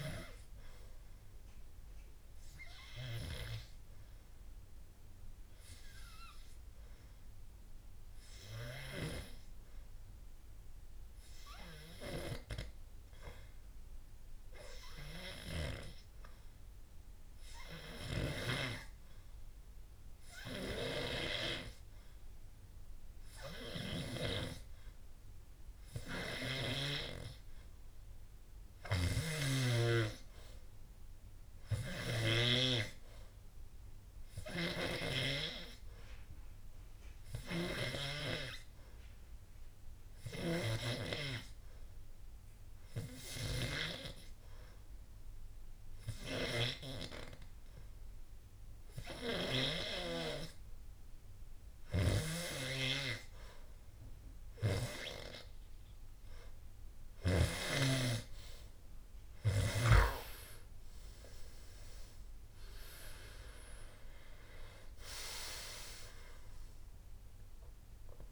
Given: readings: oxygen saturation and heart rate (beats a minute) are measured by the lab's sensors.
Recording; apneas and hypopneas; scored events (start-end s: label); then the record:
breathing in sleep by a room microphone; 2
0.00-12.50 s: oxygen desaturation (device-marked, oxygen 90% lowest, heart rate 76 extreme)
10.00-26.50 s: obstructive apnea (oxygen 97% before, 88% lowest, heart rate 82 before, 76 extreme, up 3 after)
24.50-49.50 s: oxygen desaturation (device-marked, oxygen 98% before, 91% lowest, heart rate 79 before, 78 extreme)
28.00-31.00 s: arousal
37.50-51.50 s: hypopnea (oxygen 98% before, 88% lowest, heart rate 78 before, 79 extreme, up 4 after)
53.50-56.50 s: arousal
57.50-68.32 s: oxygen desaturation (device-marked, oxygen 94% before, 88% lowest, heart rate 80 before, 86 extreme)
From the record:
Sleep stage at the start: N2 (light sleep); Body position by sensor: on the back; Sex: male